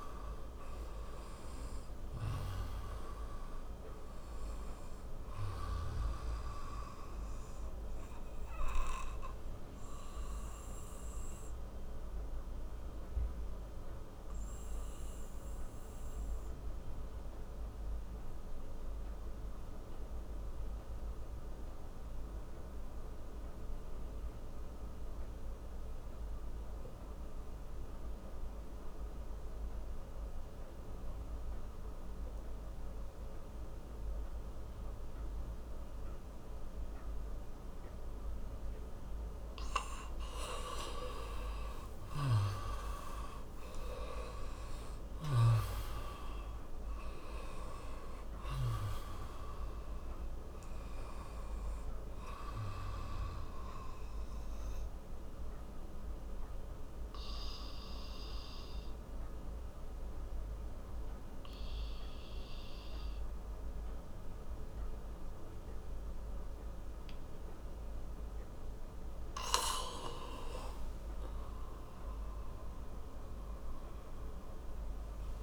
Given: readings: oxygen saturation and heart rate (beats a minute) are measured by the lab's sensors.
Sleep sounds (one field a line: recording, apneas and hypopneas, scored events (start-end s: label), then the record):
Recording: breathing in sleep by a room microphone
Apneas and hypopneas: 2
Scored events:
0.00-25.00 s: oxygen desaturation (device-marked, oxygen 89% lowest)
7.50-40.00 s: obstructive apnea (oxygen 99% before, 87% lowest)
36.00-73.00 s: oxygen desaturation (device-marked, oxygen 98% before, 87% lowest)
42.00-46.50 s: arousal
54.50-68.00 s: obstructive apnea (oxygen 98% before, 87% lowest)
70.50-75.43 s: arousal
From the record:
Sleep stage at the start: N2 (light sleep)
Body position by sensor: on the back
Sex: male